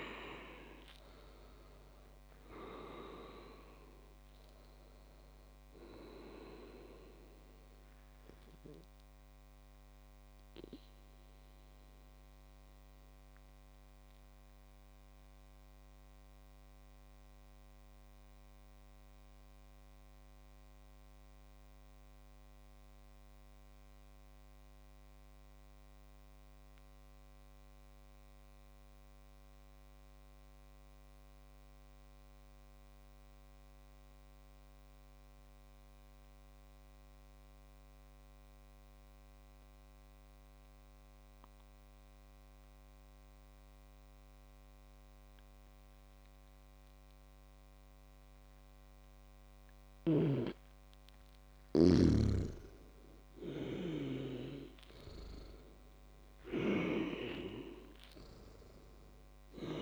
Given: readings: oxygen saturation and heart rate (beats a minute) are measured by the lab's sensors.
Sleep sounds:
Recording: breathing in sleep by a microphone on the trachea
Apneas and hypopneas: 1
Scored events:
10.00-51.00 s: mixed apnea (oxygen 100% before, 95% lowest, heart rate 72 before, 54 extreme, up 11 after)
48.50-59.81 s: oxygen desaturation (device-marked, oxygen 99% before, 95% lowest, heart rate 65 before, 63 extreme)
53.00-57.00 s: arousal
From the record:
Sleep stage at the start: N2 (light sleep)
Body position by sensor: on the back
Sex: male

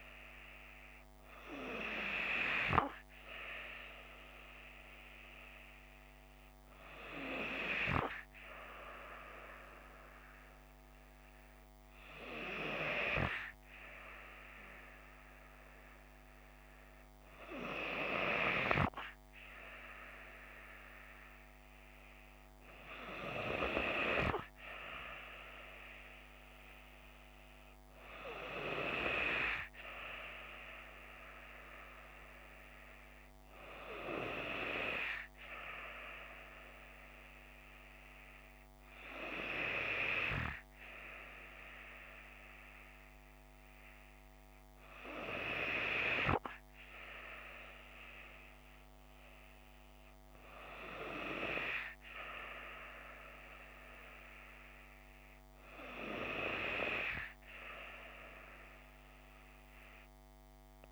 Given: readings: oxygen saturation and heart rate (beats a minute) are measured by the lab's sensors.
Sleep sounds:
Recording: breathing in sleep by a microphone on the trachea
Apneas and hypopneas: none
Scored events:
none scored
From the record:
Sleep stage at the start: N2 (light sleep)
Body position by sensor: on the left side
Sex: female

